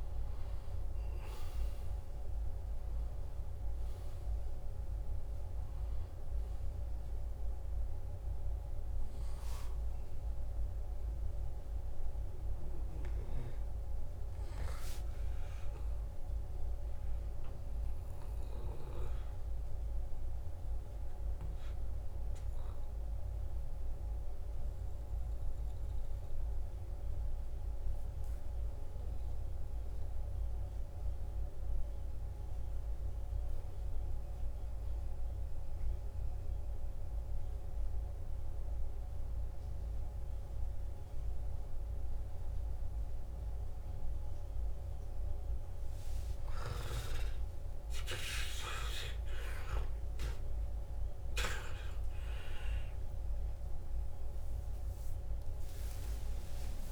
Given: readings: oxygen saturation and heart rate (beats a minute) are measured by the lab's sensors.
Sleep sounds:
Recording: breathing in sleep by a room microphone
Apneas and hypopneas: 1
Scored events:
5.00-21.00 s: oxygen desaturation (device-marked, oxygen 91% before, 86% lowest, heart rate 62 before, 54 extreme)
16.00-20.50 s: arousal
21.50-44.50 s: obstructive apnea (oxygen 98% before, 88% lowest, heart rate 64 before, 54 extreme, up 11 after)
40.00-56.92 s: oxygen desaturation (device-marked, oxygen 98% before, 90% lowest, heart rate 56 before, 56 extreme)
41.50-43.50 s: long interval between heartbeats (device-marked, heart rate 56 before, 60 extreme)
46.50-52.00 s: arousal
From the record:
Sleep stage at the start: N2 (light sleep)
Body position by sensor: on the back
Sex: male

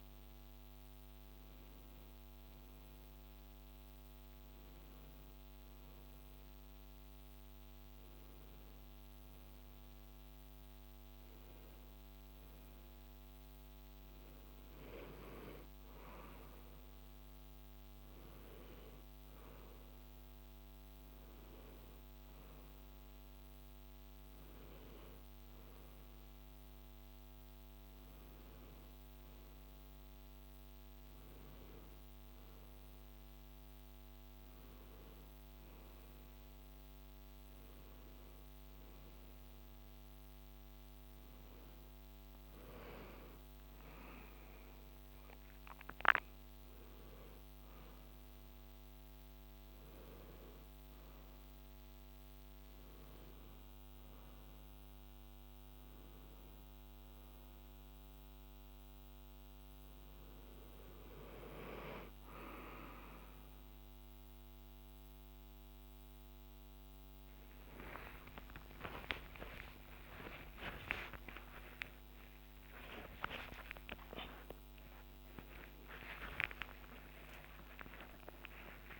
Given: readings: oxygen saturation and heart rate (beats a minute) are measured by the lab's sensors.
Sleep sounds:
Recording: a person partly awake in a sleep study, by a microphone on the trachea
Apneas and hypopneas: none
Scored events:
0.00-2.50 s: oxygen desaturation (device-marked, oxygen 93% lowest, heart rate 65 extreme)
11.50-41.50 s: new sleep stage, N1 (lightest sleep)
41.50-79.00 s: new sleep stage, awake
70.50-74.50 s: tachycardia (device-marked, heart rate 69 before, 109 extreme)
From the record:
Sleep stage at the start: N2 (light sleep)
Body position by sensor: on the back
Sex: male

